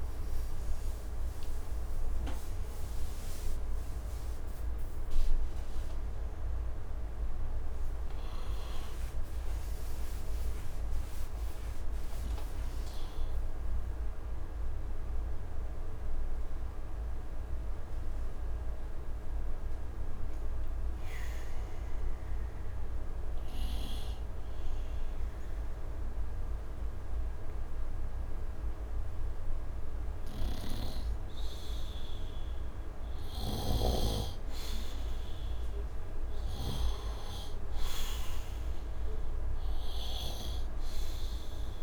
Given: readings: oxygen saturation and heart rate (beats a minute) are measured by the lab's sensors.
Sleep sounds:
breathing in sleep by a room microphone; 1
0.00-11.50 s: oxygen desaturation (device-marked, oxygen 80% lowest, heart rate 72 extreme)
9.00-32.50 s: obstructive apnea (oxygen 90% before, 83% lowest, heart rate 77 before, 70 extreme, up 6 after)
33.00-37.00 s: snoring (device-marked)
34.50-38.50 s: arousal
35.50-41.83 s: oxygen desaturation (device-marked, oxygen 98% before, 91% lowest, heart rate 76 before, 70 extreme)
From the record:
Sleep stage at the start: N2 (light sleep); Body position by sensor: on the right side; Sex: male

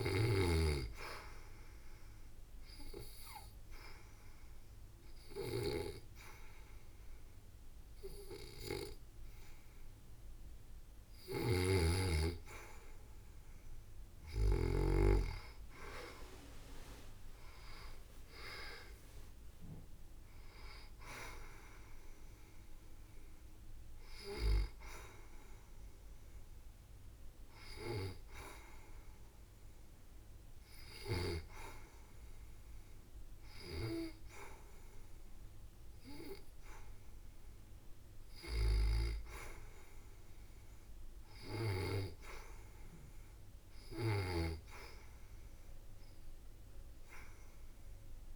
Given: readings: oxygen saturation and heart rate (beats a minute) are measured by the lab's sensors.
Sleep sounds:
breathing in sleep by a room microphone; 2
1.00-12.50 s: obstructive apnea (oxygen 92% before, 80% lowest, heart rate 73 before, 70 extreme, up 7 after)
2.00-18.00 s: oxygen desaturation (device-marked, oxygen 92% before, 82% lowest, heart rate 73 before, 70 extreme)
10.50-14.50 s: snoring (device-marked)
14.50-16.50 s: leg movement (device-marked)
16.50-20.00 s: arousal
26.00-39.00 s: oxygen desaturation (device-marked, oxygen 87% before, 80% lowest, heart rate 80 before, 70 extreme)
27.00-38.00 s: hypopnea (oxygen 92% before, 80% lowest, heart rate 79 before, 70 extreme, up 2 after)
40.50-44.00 s: arousal
From the record:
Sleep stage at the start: REM sleep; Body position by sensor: on the back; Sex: female

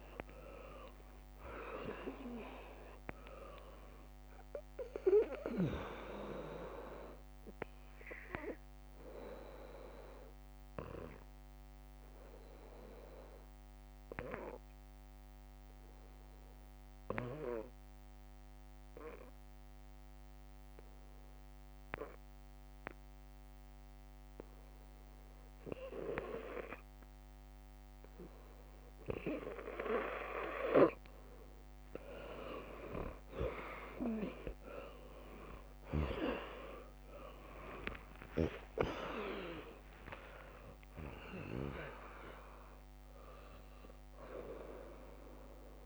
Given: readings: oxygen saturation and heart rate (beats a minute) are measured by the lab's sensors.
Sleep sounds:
breathing in sleep by a microphone on the trachea; 1
0.00-2.50 s: arousal
0.00-10.50 s: drop in pulse transit time (device-marked, heart rate 70 extreme)
1.50-21.50 s: oxygen desaturation (device-marked, oxygen 100% before, 96% lowest, heart rate 81 before, 59 extreme)
2.00-4.00 s: long interval between heartbeats (device-marked, heart rate 81 before, 124 extreme)
10.50-30.50 s: central apnea (oxygen 100% before, 96% lowest, heart rate 89 before, 61 extreme, up 36 after)
32.00-34.00 s: long interval between heartbeats (device-marked, heart rate 62 before, 66 extreme)
34.50-39.50 s: arousal
35.50-41.50 s: tachycardia (device-marked, heart rate 69 before, 116 extreme)
39.50-45.86 s: drop in pulse transit time (device-marked, heart rate 69 before, 74 extreme)
From the record:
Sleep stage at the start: N2 (light sleep); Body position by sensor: on the back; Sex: female

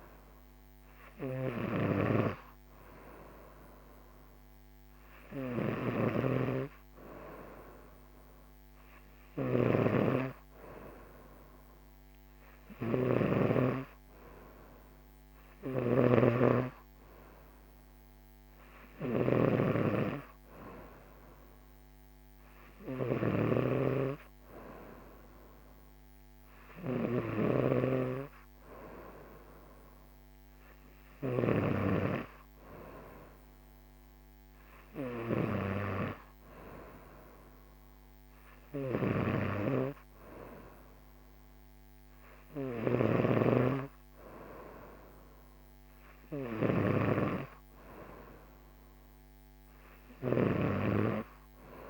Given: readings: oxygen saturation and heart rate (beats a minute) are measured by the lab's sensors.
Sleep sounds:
breathing in sleep by a microphone on the trachea; none
0.00-50.50 s: snoring (device-marked)
From the record:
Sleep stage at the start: N2 (light sleep); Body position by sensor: on the right side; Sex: female

